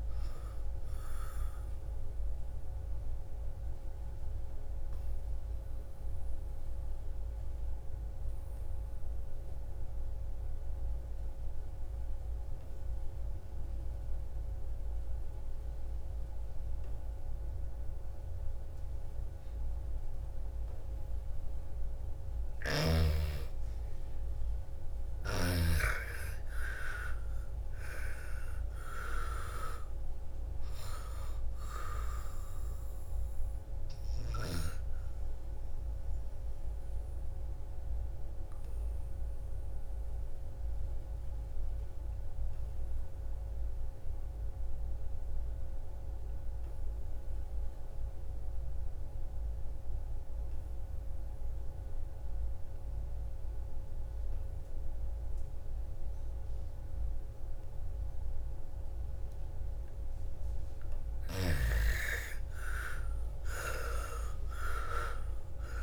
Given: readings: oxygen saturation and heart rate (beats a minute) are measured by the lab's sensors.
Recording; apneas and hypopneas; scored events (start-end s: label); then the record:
breathing in sleep by a room microphone; 2
0.00-9.50 s: oxygen desaturation (device-marked, oxygen 83% lowest, heart rate 55 extreme)
2.50-21.50 s: obstructive apnea (oxygen 98% before, 79% lowest, heart rate 64 before, 55 extreme, up 11 after)
21.50-46.50 s: oxygen desaturation (device-marked, oxygen 99% before, 84% lowest, heart rate 58 before, 55 extreme)
22.00-25.50 s: snoring (device-marked)
23.50-28.50 s: arousal
35.50-60.00 s: obstructive apnea (oxygen 99% before, 79% lowest, heart rate 62 before, 55 extreme, up 16 after)
59.50-65.83 s: oxygen desaturation (device-marked, oxygen 98% before, 79% lowest, heart rate 56 before, 55 extreme)
62.00-65.83 s: arousal
From the record:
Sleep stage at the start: N2 (light sleep); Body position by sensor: on the back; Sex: female